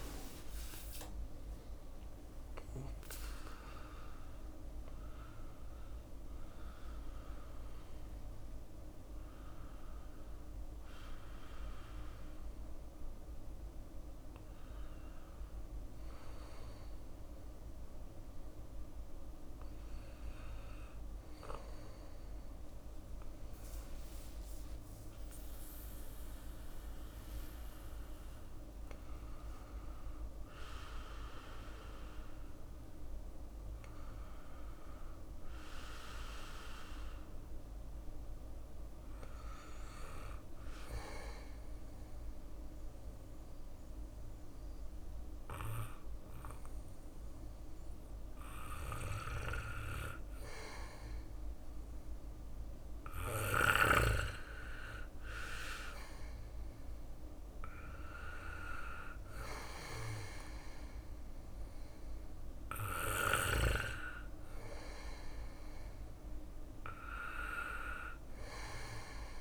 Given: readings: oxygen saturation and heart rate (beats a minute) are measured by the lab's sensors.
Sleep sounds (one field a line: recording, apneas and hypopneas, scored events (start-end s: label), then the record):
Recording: breathing in sleep by a room microphone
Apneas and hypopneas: 1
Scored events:
0.00-10.50 s: drop in pulse transit time (device-marked, heart rate 65 extreme)
27.50-31.50 s: arousal
36.50-43.50 s: bradycardia (device-marked, heart rate 62 before, 58 extreme)
40.00-52.50 s: obstructive apnea (oxygen 98% before, 93% lowest, heart rate 61 before, 59 extreme, up 3 after)
44.50-69.41 s: new sleep stage, N2 (light sleep)
56.00-59.50 s: arousal
From the record:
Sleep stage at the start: N1 (lightest sleep)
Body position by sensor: on the back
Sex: male